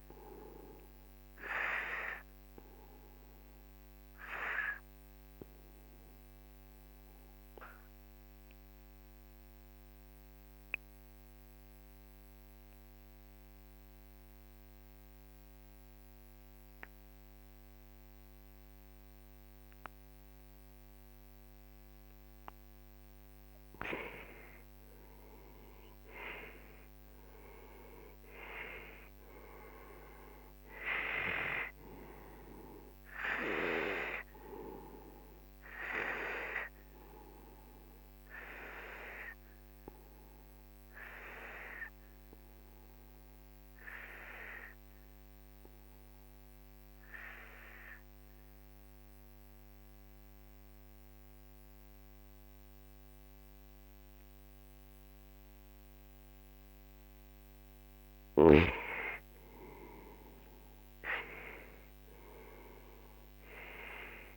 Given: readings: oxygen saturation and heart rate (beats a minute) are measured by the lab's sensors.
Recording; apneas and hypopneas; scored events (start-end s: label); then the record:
breathing in sleep by a microphone on the trachea; 2
0.00-19.50 s: oxygen desaturation (device-marked, oxygen 91% lowest, heart rate 41 extreme)
1.00-22.50 s: obstructive apnea (oxygen 97% before, 91% lowest, heart rate 54 before, 41 extreme, up 14 after)
25.50-30.00 s: arousal
30.50-47.50 s: oxygen desaturation (device-marked, oxygen 98% before, 91% lowest, heart rate 51 before, 41 extreme)
36.00-58.00 s: obstructive apnea (oxygen 98% before, 91% lowest, heart rate 54 before, 41 extreme, up 15 after)
59.50-63.50 s: arousal
61.50-64.37 s: oxygen desaturation (device-marked, oxygen 97% before, 92% lowest, heart rate 47 before, 42 extreme)
From the record:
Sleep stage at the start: N2 (light sleep); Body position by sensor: on the right side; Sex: male